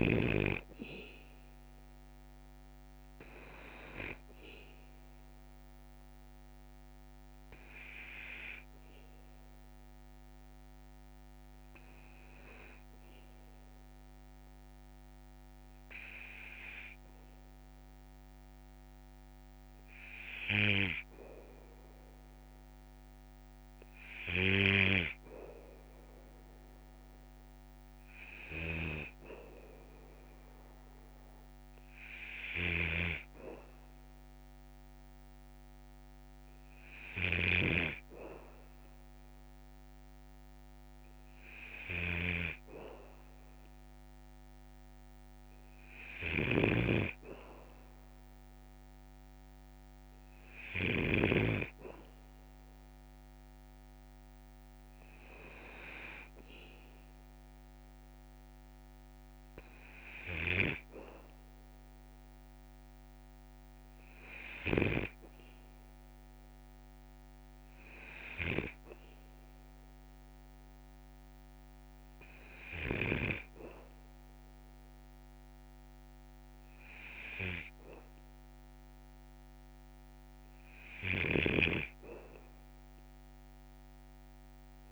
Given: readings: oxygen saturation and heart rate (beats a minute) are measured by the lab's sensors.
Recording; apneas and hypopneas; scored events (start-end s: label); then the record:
breathing in sleep by a microphone on the trachea; 1
0.00-15.50 s: oxygen desaturation (device-marked, oxygen 95% lowest, heart rate 56 extreme)
8.50-23.00 s: obstructive apnea (oxygen 99% before, 95% lowest, heart rate 58 before, 56 extreme, up 4 after)
26.00-30.00 s: arousal
32.50-37.50 s: snoring (device-marked)
46.00-51.00 s: snoring (device-marked)
From the record:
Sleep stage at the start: N2 (light sleep); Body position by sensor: on the back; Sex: male